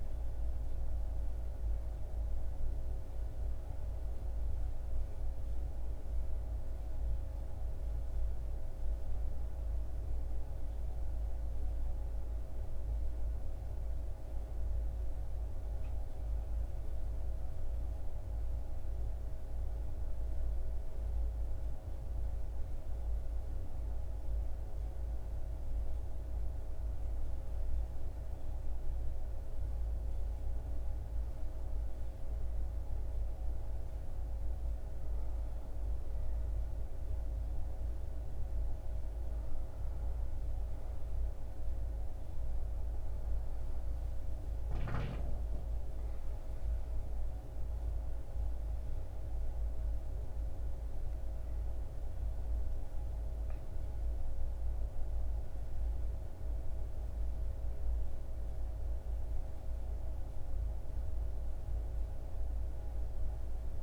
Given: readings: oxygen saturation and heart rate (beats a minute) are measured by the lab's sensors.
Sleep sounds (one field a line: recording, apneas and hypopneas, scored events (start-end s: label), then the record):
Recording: breathing in sleep, hard to hear, by a room microphone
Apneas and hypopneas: none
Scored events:
17.50-21.50 s: arousal
From the record:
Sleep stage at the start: N2 (light sleep)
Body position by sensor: on the back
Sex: male